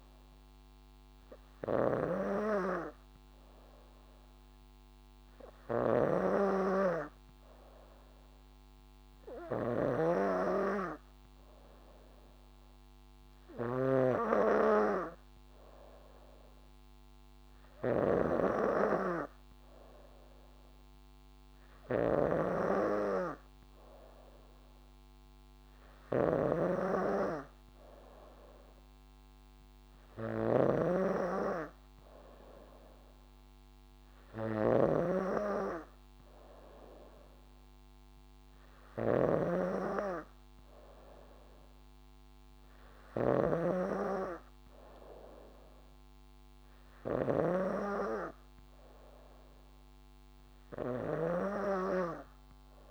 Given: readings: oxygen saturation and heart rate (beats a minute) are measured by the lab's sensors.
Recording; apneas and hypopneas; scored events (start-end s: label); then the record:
breathing in sleep by a microphone on the trachea; none
0.00-52.91 s: snoring (device-marked)
From the record:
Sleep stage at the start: N3 (deep sleep); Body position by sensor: on the back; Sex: female